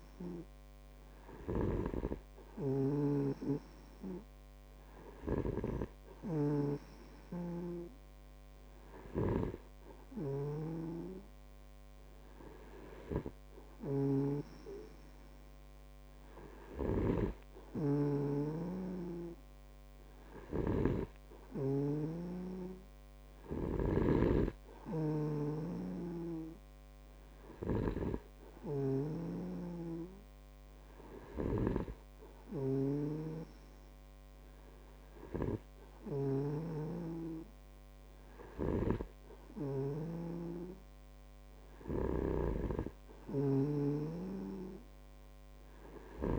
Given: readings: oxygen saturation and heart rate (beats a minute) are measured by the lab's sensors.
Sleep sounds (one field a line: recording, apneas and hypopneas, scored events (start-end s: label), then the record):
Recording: breathing in sleep by a microphone on the trachea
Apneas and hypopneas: none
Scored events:
0.00-37.00 s: snoring (device-marked)
39.00-46.39 s: snoring (device-marked)
From the record:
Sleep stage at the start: N2 (light sleep)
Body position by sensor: on the back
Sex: male